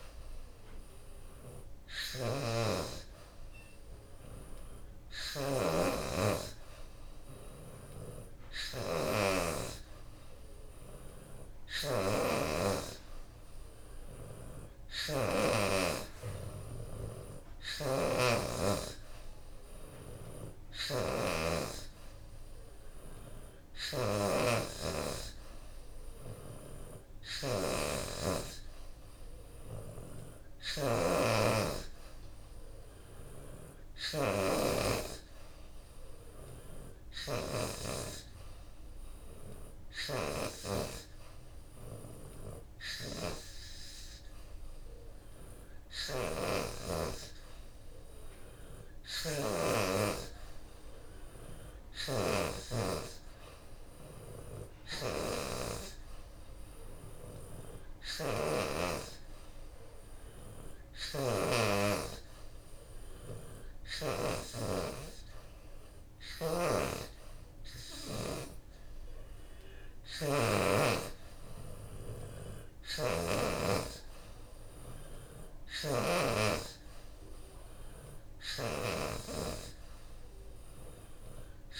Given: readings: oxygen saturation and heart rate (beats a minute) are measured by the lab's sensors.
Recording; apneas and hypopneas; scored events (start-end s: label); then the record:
breathing in sleep by a room microphone; none
14.00-30.00 s: oxygen desaturation (device-marked, oxygen 84% before, 78% lowest, heart rate 89 before, 85 extreme)
45.50-47.50 s: long interval between heartbeats (device-marked, heart rate 89 before, 85 extreme)
66.00-68.00 s: long interval between heartbeats (device-marked, heart rate 90 before, 95 extreme)
From the record:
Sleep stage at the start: N3 (deep sleep); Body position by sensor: on the back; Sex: female